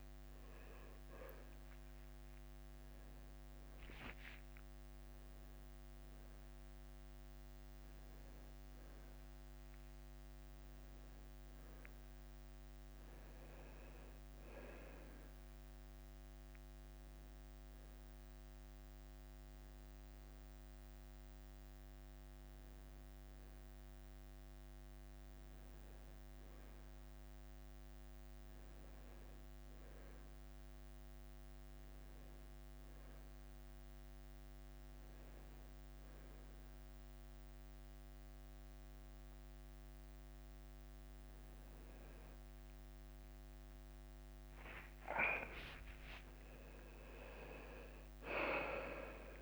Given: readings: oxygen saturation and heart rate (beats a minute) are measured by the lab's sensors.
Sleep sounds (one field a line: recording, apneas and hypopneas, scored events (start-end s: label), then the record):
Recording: a person partly awake in a sleep study, by a microphone on the trachea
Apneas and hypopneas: 1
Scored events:
0.00-3.00 s: tachycardia (device-marked, heart rate 102 extreme)
8.00-27.00 s: tachycardia (device-marked, heart rate 95 before, 102 extreme)
22.00-49.42 s: new sleep stage, N1 (lightest sleep)
34.50-44.50 s: hypopnea (oxygen 96% before, 91% lowest, heart rate 101 before, 94 extreme, up 3 after)
45.00-49.42 s: tachycardia (device-marked, heart rate 97 before, 101 extreme)
46.00-49.42 s: arousal
From the record:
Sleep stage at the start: awake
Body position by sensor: on the back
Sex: male